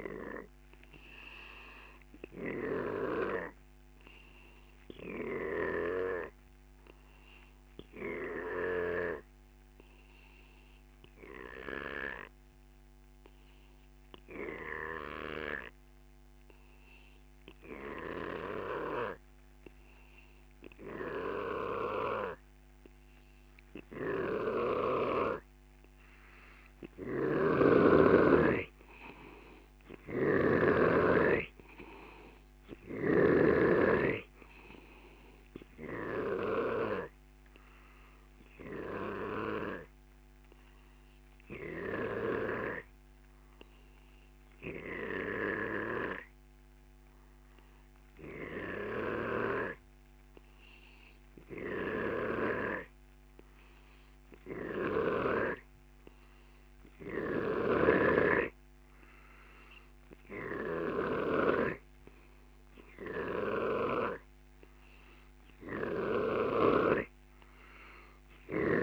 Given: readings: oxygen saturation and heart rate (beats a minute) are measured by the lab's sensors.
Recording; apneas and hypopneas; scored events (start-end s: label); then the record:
breathing in sleep by a microphone on the trachea; 2
0.00-1.00 s: arousal
4.50-28.00 s: obstructive apnea (oxygen 97% before, 90% lowest)
8.00-23.00 s: oxygen desaturation (device-marked, oxygen 95% before, 91% lowest)
27.00-33.50 s: snoring (device-marked)
30.00-32.50 s: arousal
33.00-52.00 s: oxygen desaturation (device-marked, oxygen 95% before, 90% lowest)
38.50-64.50 s: obstructive apnea (oxygen 95% before, 90% lowest)
49.00-55.50 s: snoring (device-marked)
57.50-64.00 s: snoring (device-marked)
67.50-68.83 s: arousal
From the record:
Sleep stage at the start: N2 (light sleep); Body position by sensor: on the back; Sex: male